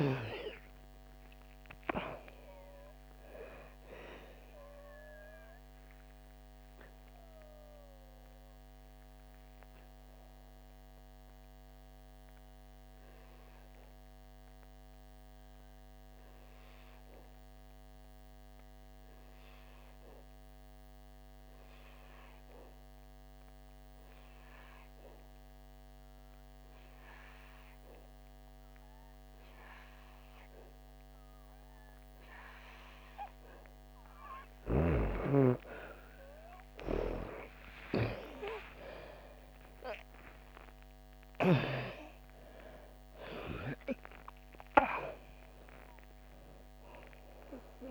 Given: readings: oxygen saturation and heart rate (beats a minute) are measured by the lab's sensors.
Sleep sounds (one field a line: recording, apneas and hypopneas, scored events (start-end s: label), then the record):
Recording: breathing in sleep by a microphone on the trachea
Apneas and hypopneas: 1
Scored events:
0.00-1.50 s: arousal
0.00-27.50 s: oxygen desaturation (device-marked, oxygen 83% lowest, heart rate 57 extreme)
5.50-34.00 s: obstructive apnea (oxygen 97% before, 83% lowest, heart rate 65 before, 57 extreme, up 16 after)
31.50-47.91 s: oxygen desaturation (device-marked, oxygen 97% before, 84% lowest, heart rate 60 before, 57 extreme)
35.50-42.50 s: arousal
From the record:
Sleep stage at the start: N2 (light sleep)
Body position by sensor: on the back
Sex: female